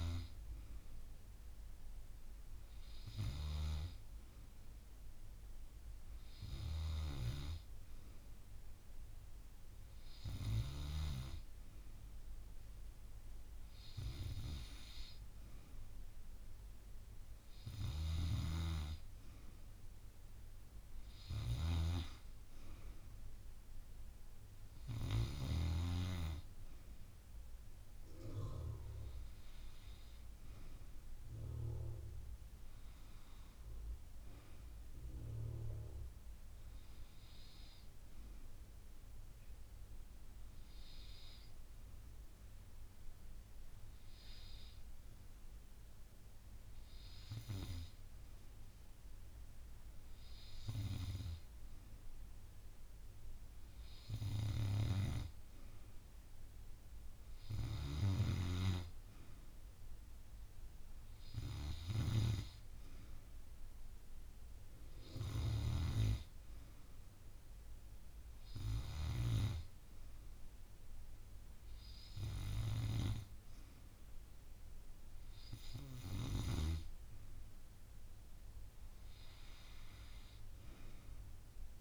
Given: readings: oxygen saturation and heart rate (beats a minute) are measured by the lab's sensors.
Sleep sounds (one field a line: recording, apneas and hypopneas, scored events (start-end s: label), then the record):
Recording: breathing in sleep by a room microphone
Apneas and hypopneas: none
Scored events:
0.00-11.00 s: snoring (device-marked)
17.50-25.50 s: snoring (device-marked)
57.50-69.00 s: snoring (device-marked)
From the record:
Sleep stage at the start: N2 (light sleep)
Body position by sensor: on the back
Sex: female